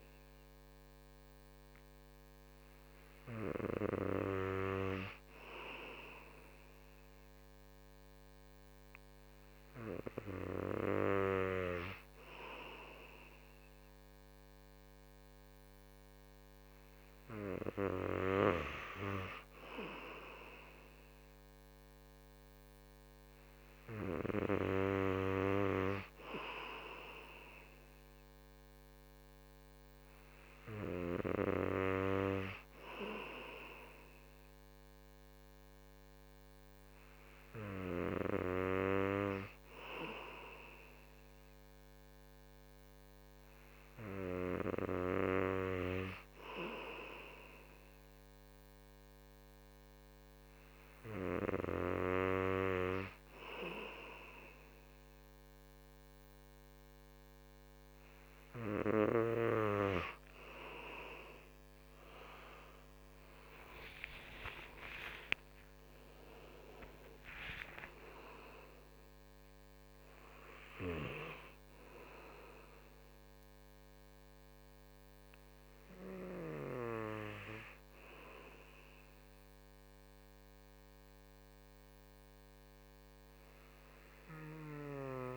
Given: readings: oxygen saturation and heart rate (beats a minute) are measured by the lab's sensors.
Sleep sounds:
breathing in sleep by a microphone on the trachea; none
47.50-85.37 s: new sleep stage, N2 (light sleep)
62.50-68.50 s: arousal
From the record:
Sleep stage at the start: N3 (deep sleep); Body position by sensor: on the right side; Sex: male

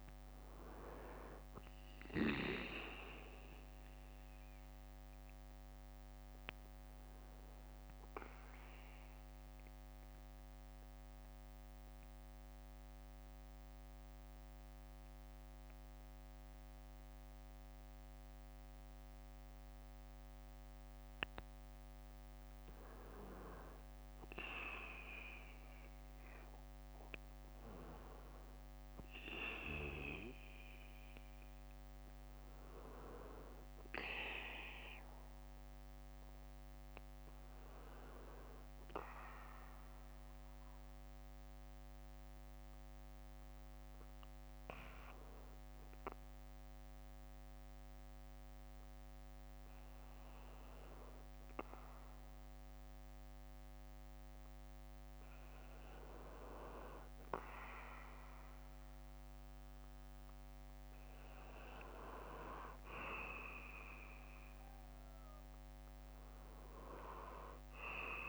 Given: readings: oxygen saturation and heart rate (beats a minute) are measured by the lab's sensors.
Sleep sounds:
breathing in sleep by a microphone on the trachea; 2
9.00-21.50 s: central apnea (oxygen 96% before, 90% lowest, heart rate 68 before, 58 extreme, up 10 after)
11.50-14.50 s: bradycardia (device-marked, heart rate 60 before, 65 extreme)
13.50-30.50 s: oxygen desaturation (device-marked, oxygen 96% before, 90% lowest, heart rate 67 before, 58 extreme)
23.00-26.50 s: arousal
38.00-51.00 s: hypopnea (oxygen 99% before, 95% lowest, heart rate 64 before, 60 extreme, up 10 after)
53.50-57.50 s: arousal
From the record:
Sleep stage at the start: N2 (light sleep); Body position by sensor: on the back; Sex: male

